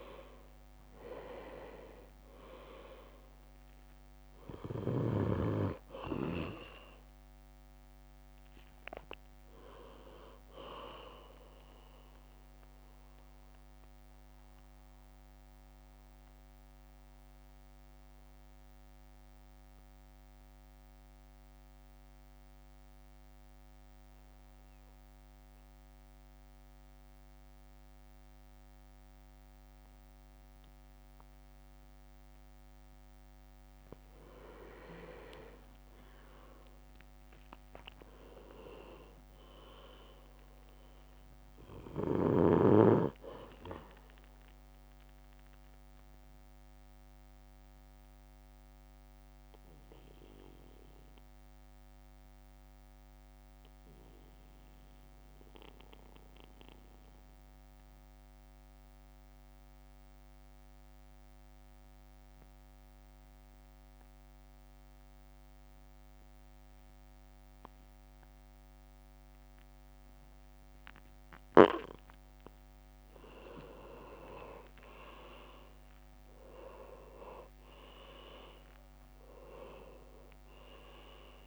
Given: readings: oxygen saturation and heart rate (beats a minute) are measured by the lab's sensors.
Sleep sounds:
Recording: breathing in sleep by a microphone on the trachea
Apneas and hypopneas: 2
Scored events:
0.00-8.50 s: drop in pulse transit time (device-marked, heart rate 54 extreme)
13.00-33.50 s: mixed apnea (oxygen 98% before, 94% lowest, heart rate 57 before, 50 extreme, up 8 after)
16.50-28.50 s: oxygen desaturation (device-marked, oxygen 97% before, 94% lowest, heart rate 57 before, 50 extreme)
34.50-38.00 s: leg movement (device-marked)
35.50-40.00 s: arousal
36.50-48.50 s: drop in pulse transit time (device-marked, heart rate 55 before, 53 extreme)
45.00-72.00 s: mixed apnea (oxygen 100% before, 94% lowest, heart rate 58 before, 50 extreme, up 2 after)
73.50-77.50 s: arousal
73.50-81.47 s: drop in pulse transit time (device-marked, heart rate 53 before, 52 extreme)
73.50-81.47 s: oxygen desaturation (device-marked, oxygen 99% before, 95% lowest, heart rate 53 before, 53 extreme)
74.00-75.00 s: leg movement (device-marked)
77.00-78.50 s: leg movement (device-marked)
From the record:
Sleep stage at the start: N2 (light sleep)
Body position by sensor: on the back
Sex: male

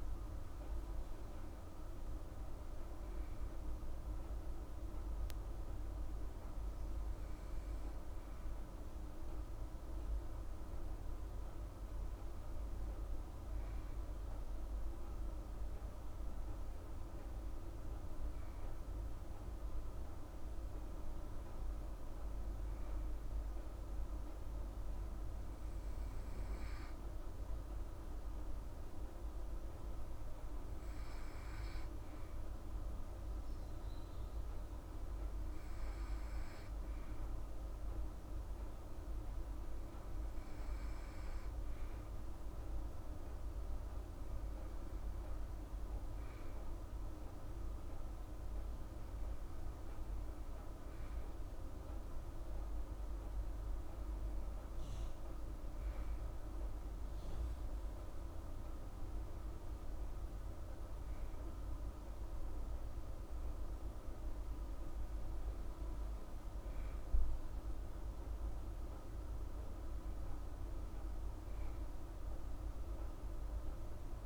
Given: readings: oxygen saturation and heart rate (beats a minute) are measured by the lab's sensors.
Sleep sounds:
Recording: breathing in sleep, hard to hear, by a room microphone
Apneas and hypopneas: none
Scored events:
none scored
From the record:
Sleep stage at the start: N2 (light sleep)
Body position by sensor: on the right side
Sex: female

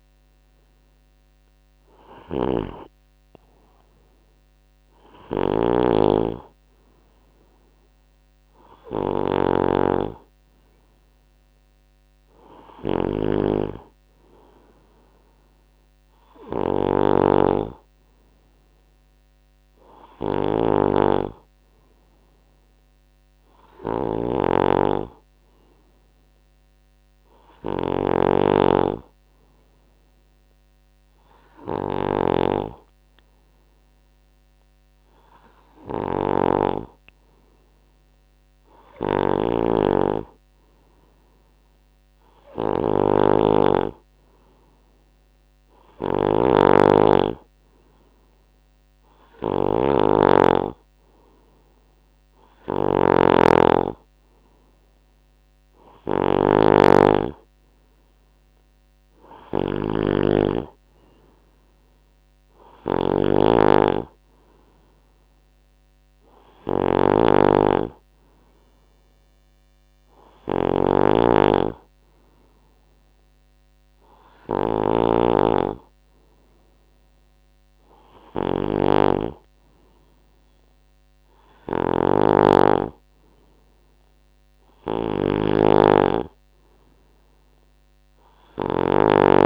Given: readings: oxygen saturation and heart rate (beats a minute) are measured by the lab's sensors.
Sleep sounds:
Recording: breathing in sleep by a microphone on the trachea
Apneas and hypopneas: none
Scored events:
0.00-4.00 s: oxygen desaturation (device-marked, oxygen 94% lowest, heart rate 66 extreme)
0.00-89.46 s: snoring (device-marked)
From the record:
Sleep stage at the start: N2 (light sleep)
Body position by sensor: on the right side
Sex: male

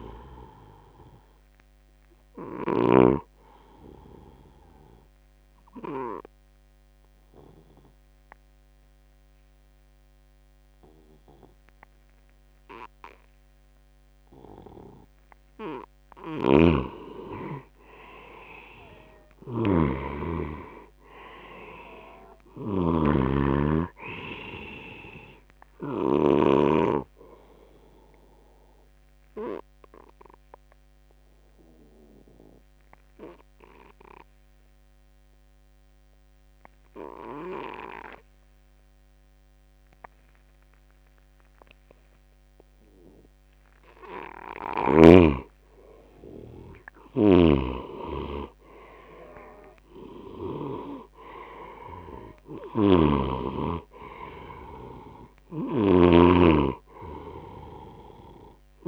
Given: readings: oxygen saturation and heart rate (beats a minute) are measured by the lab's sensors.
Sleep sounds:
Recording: breathing in sleep by a microphone on the trachea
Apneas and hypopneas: 2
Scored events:
3.50-15.50 s: obstructive apnea (oxygen 98% before, 89% lowest, heart rate 79 before, 65 extreme, up 15 after)
16.50-26.50 s: snoring (device-marked)
17.00-20.50 s: arousal
21.00-42.00 s: oxygen desaturation (device-marked, oxygen 98% before, 92% lowest, heart rate 75 before, 59 extreme)
27.00-43.50 s: obstructive apnea (oxygen 98% before, 89% lowest, heart rate 75 before, 59 extreme, up 12 after)
46.00-49.50 s: arousal
47.00-58.88 s: snoring (device-marked)
50.00-58.88 s: oxygen desaturation (device-marked, oxygen 98% before, 89% lowest, heart rate 70 before, 63 extreme)
From the record:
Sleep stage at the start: N2 (light sleep)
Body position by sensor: on the left side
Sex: male

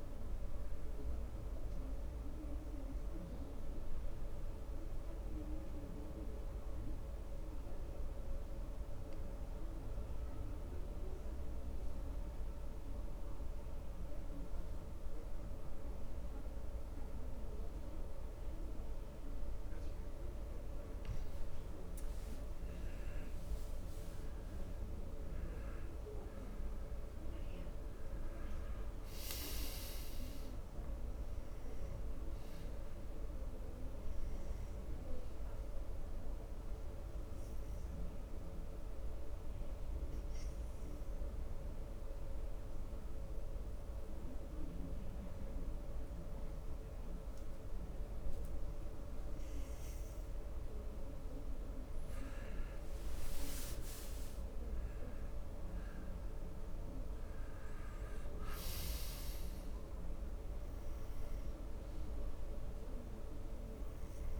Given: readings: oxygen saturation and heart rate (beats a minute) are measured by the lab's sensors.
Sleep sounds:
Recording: breathing in sleep, hard to hear, by a room microphone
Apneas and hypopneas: 2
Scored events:
7.00-20.50 s: obstructive apnea (oxygen 97% before, 91% lowest, heart rate 69 before, 64 extreme, up 6 after)
20.00-25.00 s: oxygen desaturation (device-marked, oxygen 97% before, 93% lowest, heart rate 66 before, 65 extreme)
23.00-27.00 s: arousal
38.00-51.50 s: obstructive apnea (oxygen 97% before, 91% lowest, heart rate 67 before, 61 extreme, up 6 after)
54.00-57.50 s: arousal
56.00-64.40 s: oxygen desaturation (device-marked, oxygen 96% before, 91% lowest, heart rate 66 before, 61 extreme)
From the record:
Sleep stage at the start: N2 (light sleep)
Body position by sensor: on the back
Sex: male

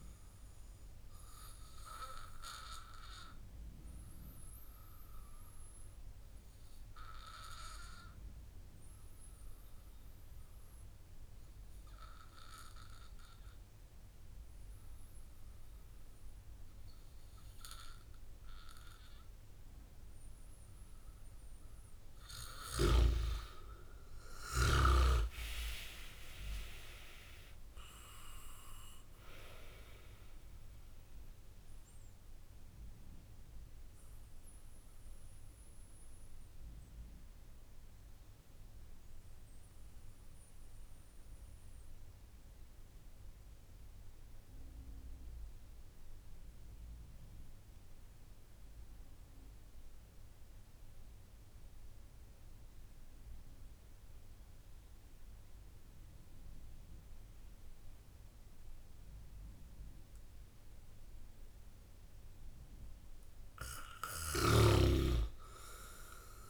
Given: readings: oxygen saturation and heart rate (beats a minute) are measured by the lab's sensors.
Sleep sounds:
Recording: breathing in sleep by a room microphone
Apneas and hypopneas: 2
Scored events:
0.00-14.50 s: oxygen desaturation (device-marked, oxygen 93% lowest)
3.00-21.50 s: obstructive apnea (oxygen 97% before, 93% lowest)
22.50-27.00 s: arousal
33.50-62.00 s: obstructive apnea (oxygen 97% before, 92% lowest)
62.50-66.50 s: oxygen desaturation (device-marked, oxygen 97% before, 92% lowest)
64.00-66.50 s: arousal
64.50-66.50 s: snoring (device-marked)
From the record:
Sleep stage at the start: N2 (light sleep)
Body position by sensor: on the back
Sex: male

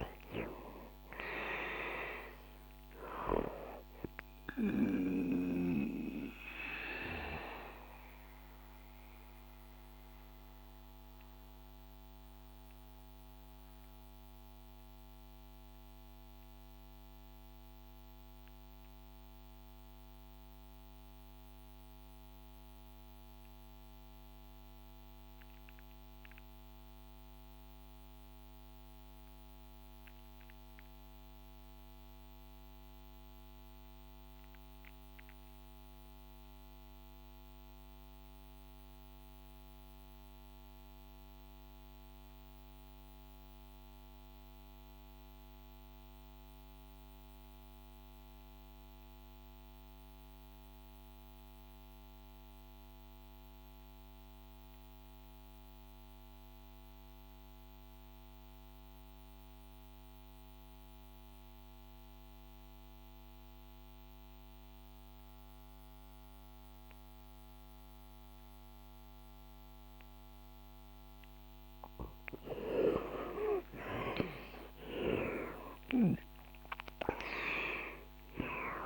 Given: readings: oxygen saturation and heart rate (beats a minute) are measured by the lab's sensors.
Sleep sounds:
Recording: breathing in sleep by a microphone on the trachea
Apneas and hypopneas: 1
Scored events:
0.00-24.00 s: oxygen desaturation (device-marked, oxygen 81% lowest, heart rate 50 extreme)
6.50-71.50 s: mixed apnea (oxygen 96% before, 77% lowest, heart rate 67 before, 50 extreme, up 30 after)
40.00-78.85 s: oxygen desaturation (device-marked, oxygen 98% before, 81% lowest, heart rate 61 before, 50 extreme)
73.00-77.50 s: arousal
From the record:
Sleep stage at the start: REM sleep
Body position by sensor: on the back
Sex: male

